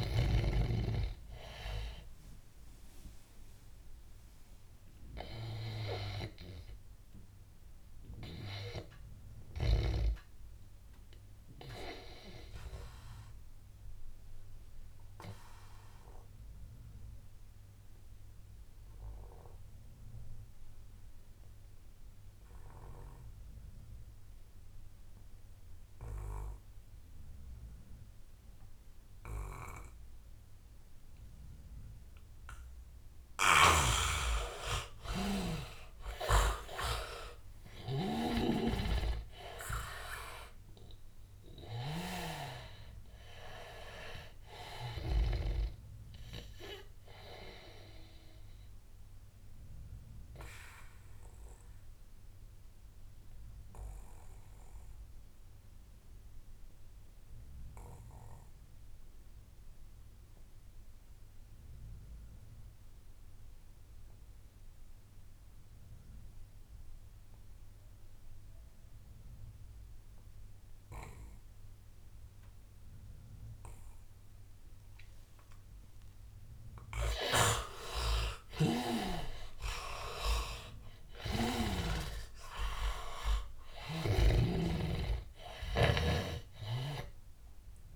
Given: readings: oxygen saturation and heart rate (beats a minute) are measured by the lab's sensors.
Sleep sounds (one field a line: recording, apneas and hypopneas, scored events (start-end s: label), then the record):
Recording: breathing in sleep by a room microphone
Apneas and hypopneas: 2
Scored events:
0.00-17.50 s: oxygen desaturation (device-marked, oxygen 81% lowest, heart rate 79 extreme)
8.00-33.00 s: obstructive apnea (oxygen 97% before, 81% lowest, heart rate 90 before, 79 extreme, up 13 after)
26.50-59.50 s: oxygen desaturation (device-marked, oxygen 100% before, 83% lowest, heart rate 88 before, 78 extreme)
36.00-40.50 s: arousal
38.50-45.50 s: snoring (device-marked)
48.00-75.00 s: obstructive apnea (oxygen 100% before, 80% lowest, heart rate 86 before, 78 extreme, up 10 after)
70.50-87.95 s: oxygen desaturation (device-marked, oxygen 99% before, 80% lowest, heart rate 82 before, 77 extreme)
77.50-81.00 s: arousal
84.00-87.95 s: snoring (device-marked)
From the record:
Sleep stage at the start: N2 (light sleep)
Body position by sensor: on the back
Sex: male